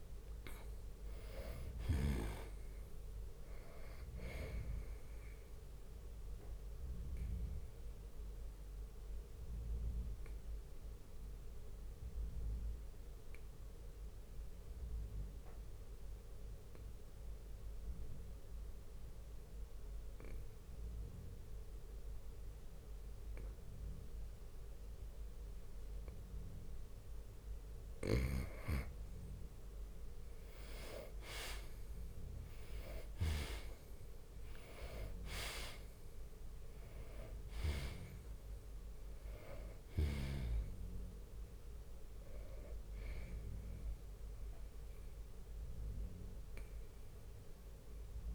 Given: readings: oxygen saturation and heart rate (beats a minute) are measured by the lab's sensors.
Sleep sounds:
breathing in sleep by a room microphone; 1
0.00-9.00 s: drop in pulse transit time (device-marked, heart rate 62 extreme)
0.00-23.00 s: oxygen desaturation (device-marked, oxygen 88% lowest, heart rate 56 extreme)
6.50-8.50 s: long interval between heartbeats (device-marked, heart rate 63 before, 73 extreme)
6.50-27.00 s: obstructive apnea (oxygen 97% before, 87% lowest, heart rate 63 before, 56 extreme, up 8 after)
10.00-23.00 s: bradycardia (device-marked, heart rate 65 before, 56 extreme)
29.50-34.50 s: arousal
31.00-48.34 s: oxygen desaturation (device-marked, oxygen 97% before, 87% lowest, heart rate 59 before, 58 extreme)
33.00-45.00 s: drop in pulse transit time (device-marked, heart rate 59 before, 65 extreme)
36.00-38.00 s: long interval between heartbeats (device-marked, heart rate 61 before, 69 extreme)
43.00-45.00 s: long interval between heartbeats (device-marked, heart rate 65 before, 70 extreme)
46.00-48.00 s: bradycardia (device-marked, heart rate 65 before, 65 extreme)
From the record:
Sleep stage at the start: N2 (light sleep); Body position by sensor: on the back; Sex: male

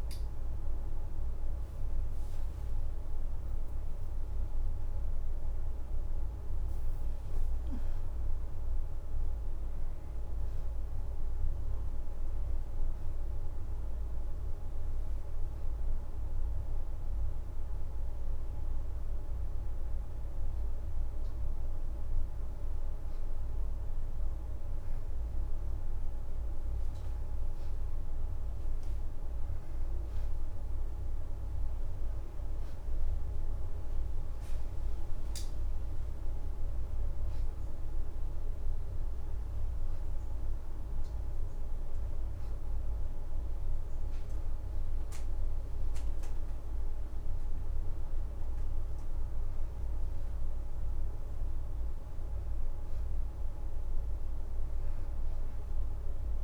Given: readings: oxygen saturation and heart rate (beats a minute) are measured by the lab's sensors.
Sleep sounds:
breathing in sleep, hard to hear, by a room microphone; 1
4.50-10.00 s: arousal
13.50-15.00 s: leg movement (device-marked)
17.00-28.00 s: hypopnea (oxygen 93% before, 88% lowest, heart rate 92 before, 81 extreme, up 3 after)
18.50-56.44 s: new sleep stage, N2 (light sleep)
28.50-40.50 s: oxygen desaturation (device-marked, oxygen 93% before, 88% lowest, heart rate 85 before, 82 extreme)
30.00-32.00 s: leg movement (device-marked)
30.50-35.50 s: arousal
35.00-36.00 s: leg movement (device-marked)
From the record:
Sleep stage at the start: N1 (lightest sleep); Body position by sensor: on the back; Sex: female

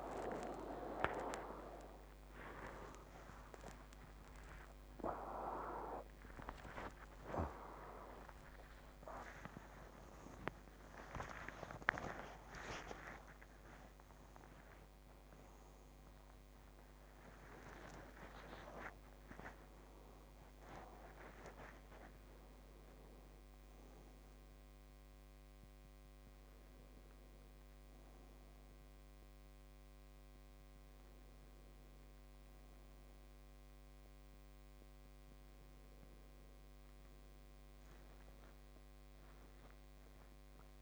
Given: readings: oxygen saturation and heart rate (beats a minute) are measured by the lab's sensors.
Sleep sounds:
a person awake in a sleep study, by a microphone on the trachea; none
9.50-39.50 s: new sleep stage, awake
39.50-40.81 s: new sleep stage, N1 (lightest sleep)
From the record:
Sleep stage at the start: N2 (light sleep); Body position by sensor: on the back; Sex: male

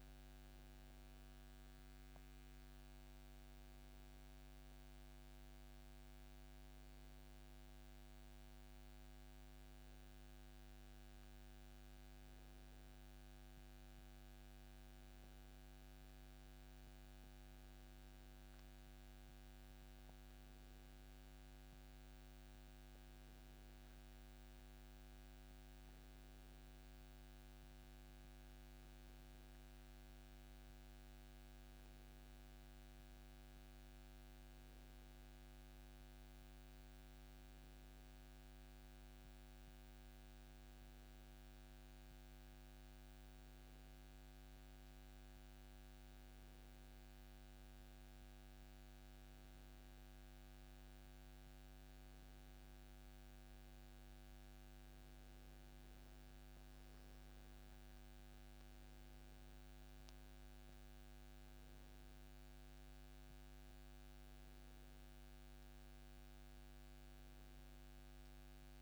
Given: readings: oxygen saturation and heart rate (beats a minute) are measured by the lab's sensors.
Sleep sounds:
a person partly awake in a sleep study, hard to hear, by a microphone on the trachea; none
50.00-68.82 s: new sleep stage, awake
From the record:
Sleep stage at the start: N1 (lightest sleep); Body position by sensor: on the back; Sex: male

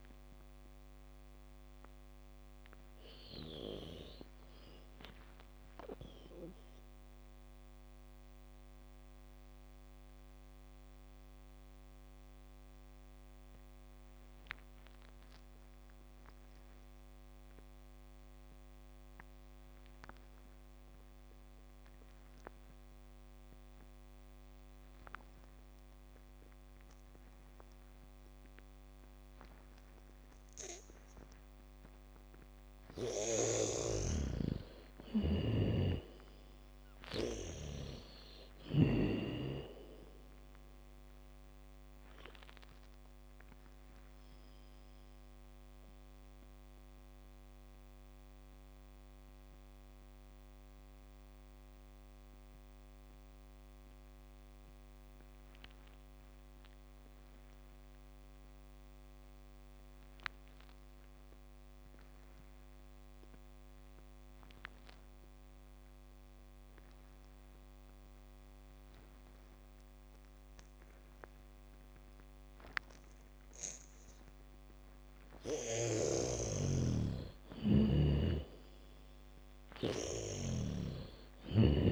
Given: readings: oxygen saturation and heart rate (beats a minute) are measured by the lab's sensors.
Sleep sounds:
breathing in sleep by a microphone on the trachea; 2
0.00-14.00 s: oxygen desaturation (device-marked, oxygen 85% lowest, heart rate 36 extreme)
8.50-32.50 s: mixed apnea (oxygen 98% before, 81% lowest, heart rate 65 before, 28 extreme)
23.00-41.00 s: bradycardia (device-marked, heart rate 65 before, 28 extreme)
26.00-57.00 s: oxygen desaturation (device-marked, oxygen 98% before, 81% lowest, heart rate 75 before, 28 extreme)
33.50-38.00 s: snoring (device-marked)
34.50-38.50 s: arousal
43.50-74.50 s: mixed apnea (oxygen 98% before, 79% lowest, heart rate 51 before, 37 extreme, up 0 after)
65.00-81.91 s: oxygen desaturation (device-marked, oxygen 98% before, 79% lowest)
75.00-81.91 s: bradycardia (device-marked, heart rate 65 before, 44 extreme)
76.50-80.00 s: arousal
From the record:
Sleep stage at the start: N2 (light sleep); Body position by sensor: on the back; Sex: female

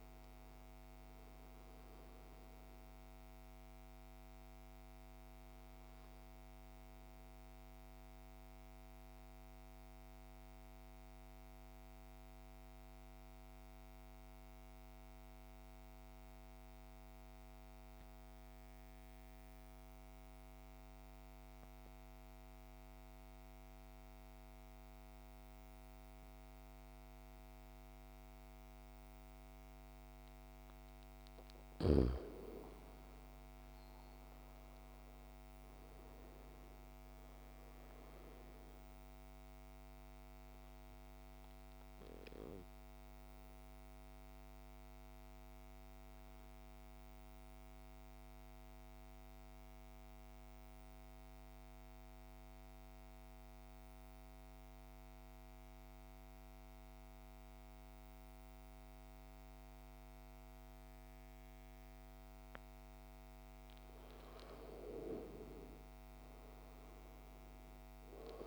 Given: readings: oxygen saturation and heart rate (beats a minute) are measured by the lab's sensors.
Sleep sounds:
breathing in sleep, hard to hear, by a microphone on the trachea; 2
0.00-23.50 s: oxygen desaturation (device-marked, oxygen 82% lowest, heart rate 50 extreme)
6.50-30.00 s: mixed apnea (oxygen 98% before, 82% lowest, heart rate 62 before, 50 extreme, up 13 after)
30.50-60.50 s: oxygen desaturation (device-marked, oxygen 99% before, 84% lowest, heart rate 53 before, 50 extreme)
33.50-36.00 s: arousal
40.50-62.50 s: obstructive apnea (oxygen 99% before, 82% lowest, heart rate 58 before, 50 extreme, up 14 after)
65.50-68.47 s: arousal
From the record:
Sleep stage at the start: N2 (light sleep); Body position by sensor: on the back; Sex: male

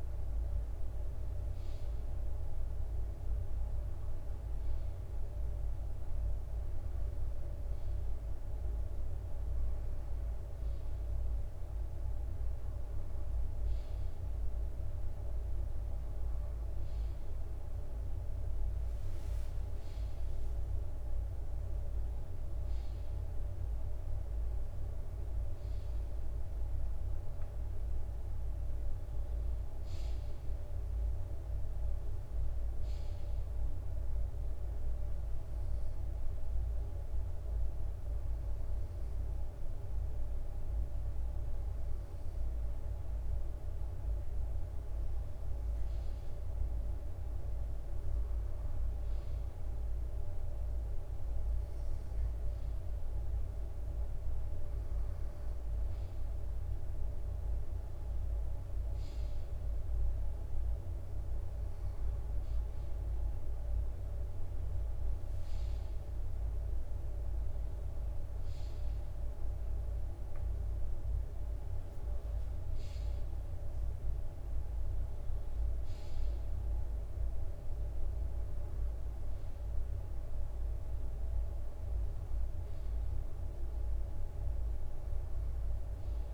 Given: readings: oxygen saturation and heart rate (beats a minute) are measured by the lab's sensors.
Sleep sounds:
breathing in sleep, hard to hear, by a room microphone; none
26.00-30.00 s: arousal
36.00-40.00 s: bradycardia (device-marked, heart rate 61 before, 59 extreme)
From the record:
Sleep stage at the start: N2 (light sleep); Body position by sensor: on the right side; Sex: male

